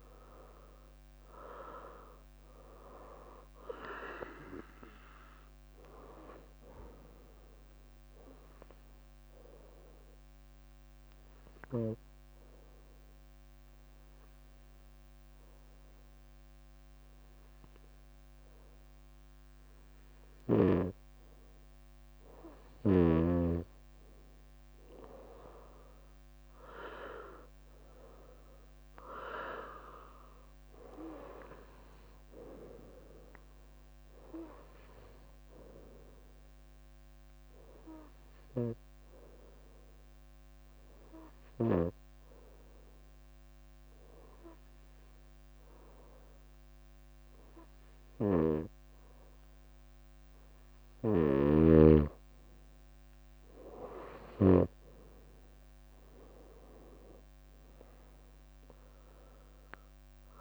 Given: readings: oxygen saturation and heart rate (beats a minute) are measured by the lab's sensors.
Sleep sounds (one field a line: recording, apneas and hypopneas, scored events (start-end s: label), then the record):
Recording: breathing in sleep by a microphone on the trachea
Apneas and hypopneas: 2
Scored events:
10.00-21.00 s: hypopnea (oxygen 98% before, 94% lowest, heart rate 65 before, 58 extreme, up 11 after)
14.00-19.00 s: bradycardia (device-marked, heart rate 65 before, 58 extreme)
24.50-28.00 s: arousal
28.00-46.00 s: oxygen desaturation (device-marked, oxygen 98% before, 95% lowest, heart rate 61 before, 58 extreme)
34.00-39.00 s: bradycardia (device-marked, heart rate 65 before, 59 extreme)
35.00-37.50 s: leg movement (device-marked)
38.00-50.50 s: hypopnea (oxygen 98% before, 94% lowest, heart rate 64 before, 58 extreme, up 9 after)
50.50-52.00 s: leg movement (device-marked)
50.50-54.50 s: snoring (device-marked)
52.00-59.00 s: leg movement (device-marked)
53.50-57.50 s: arousal
58.00-60.41 s: oxygen desaturation (device-marked, oxygen 98% before, 94% lowest, heart rate 62 before, 58 extreme)
From the record:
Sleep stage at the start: N2 (light sleep)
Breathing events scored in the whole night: 299 in 4.3 hours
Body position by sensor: on the right side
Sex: female